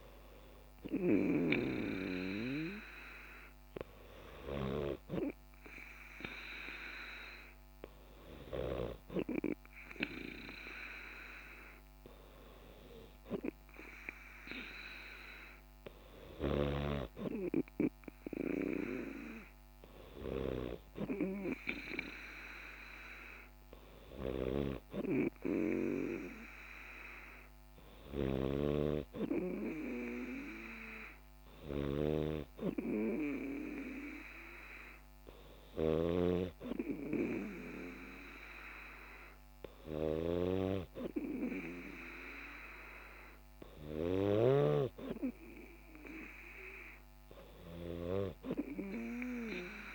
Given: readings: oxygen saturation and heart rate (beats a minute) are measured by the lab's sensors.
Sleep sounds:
breathing in sleep by a microphone on the trachea; none
none scored
From the record:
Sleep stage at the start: N3 (deep sleep); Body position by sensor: on the back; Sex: female

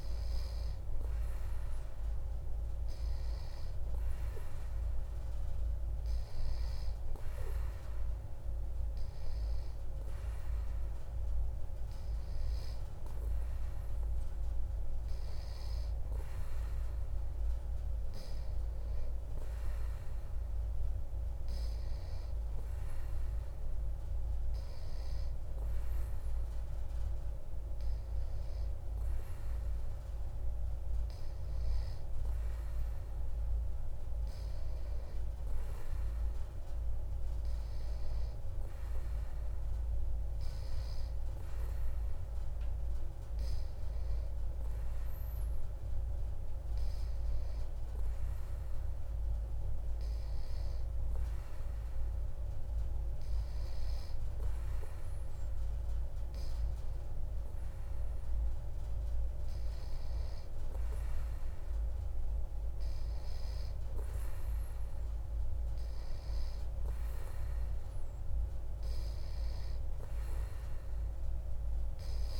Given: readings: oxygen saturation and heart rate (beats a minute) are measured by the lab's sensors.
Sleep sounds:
breathing in sleep, hard to hear, by a room microphone; none
none scored
From the record:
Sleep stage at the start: N3 (deep sleep); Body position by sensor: on the back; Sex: male

